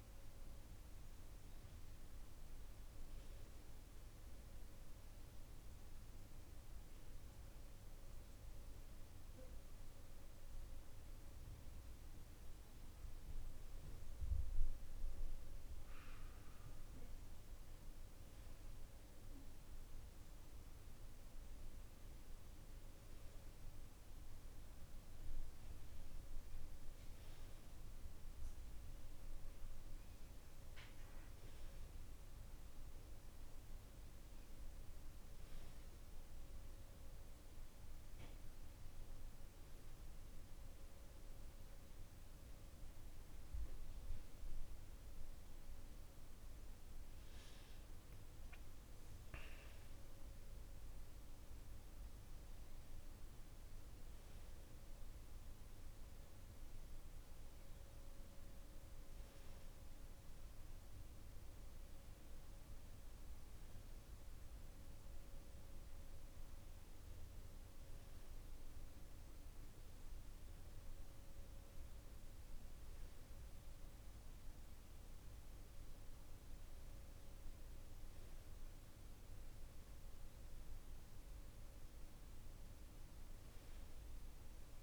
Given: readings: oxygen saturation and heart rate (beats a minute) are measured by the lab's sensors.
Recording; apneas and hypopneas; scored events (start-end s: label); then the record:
breathing in sleep, hard to hear, by a room microphone; none
none scored
From the record:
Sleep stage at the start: N2 (light sleep); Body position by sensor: on the back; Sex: male